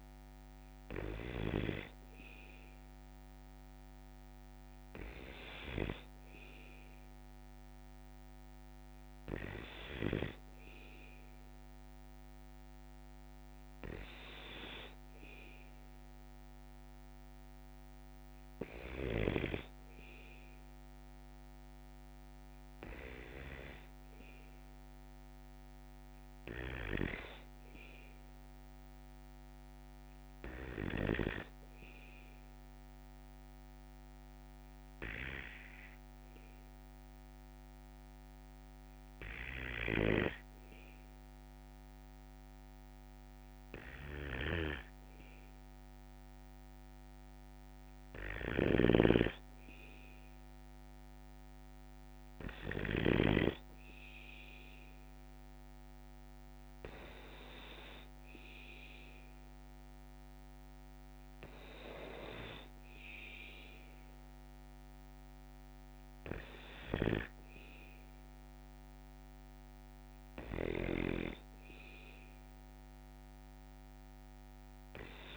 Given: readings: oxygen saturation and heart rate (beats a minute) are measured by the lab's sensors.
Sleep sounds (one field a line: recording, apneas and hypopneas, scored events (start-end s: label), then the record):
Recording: breathing in sleep by a microphone on the trachea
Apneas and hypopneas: none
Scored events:
48.00-53.00 s: snoring (device-marked)
From the record:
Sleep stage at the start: N2 (light sleep)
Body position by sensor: on the back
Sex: male